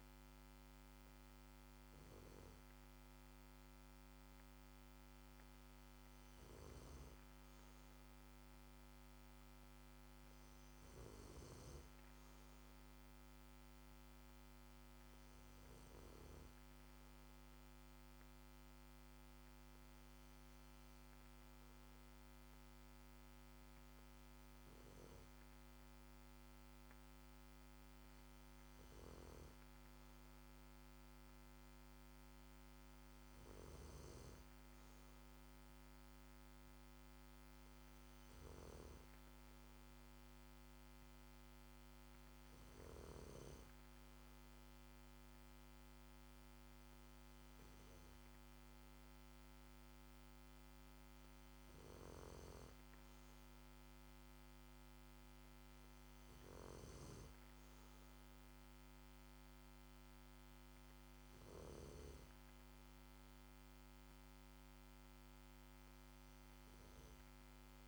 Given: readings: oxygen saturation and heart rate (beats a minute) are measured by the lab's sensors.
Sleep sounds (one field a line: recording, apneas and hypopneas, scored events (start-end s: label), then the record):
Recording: breathing in sleep, hard to hear, by a microphone on the trachea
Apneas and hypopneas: none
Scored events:
none scored
From the record:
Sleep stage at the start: N2 (light sleep)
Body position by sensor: on the back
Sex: male